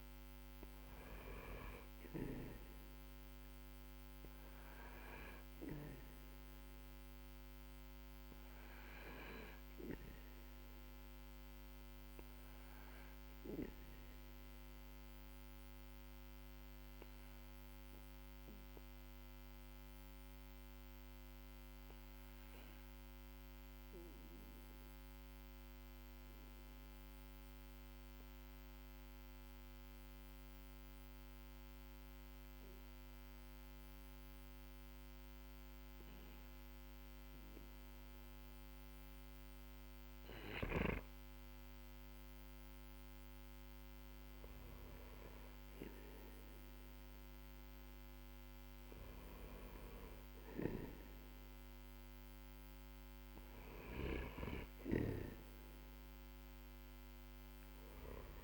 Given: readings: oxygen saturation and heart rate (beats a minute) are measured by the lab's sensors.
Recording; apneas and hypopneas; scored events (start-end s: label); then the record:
breathing in sleep by a microphone on the trachea; 1
9.00-38.50 s: obstructive apnea (oxygen 95% before, 92% lowest, heart rate 49 before, 47 extreme, up 13 after)
43.00-57.00 s: oxygen desaturation (device-marked, oxygen 98% before, 94% lowest, heart rate 52 before, 44 extreme)
46.00-53.50 s: arousal
From the record:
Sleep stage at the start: N2 (light sleep); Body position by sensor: on the right side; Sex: male